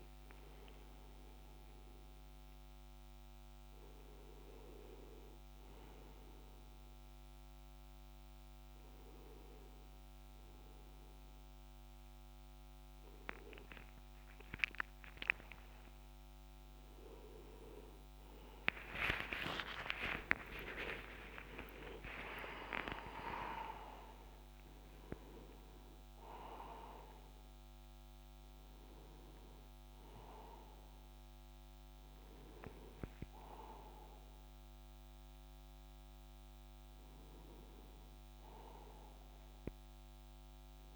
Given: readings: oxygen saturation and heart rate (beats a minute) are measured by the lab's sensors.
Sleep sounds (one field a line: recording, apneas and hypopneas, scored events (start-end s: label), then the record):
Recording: a person awake in a sleep study, by a microphone on the trachea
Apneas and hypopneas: none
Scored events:
14.50-40.96 s: new sleep stage, awake
From the record:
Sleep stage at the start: N2 (light sleep)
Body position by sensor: on the right side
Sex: male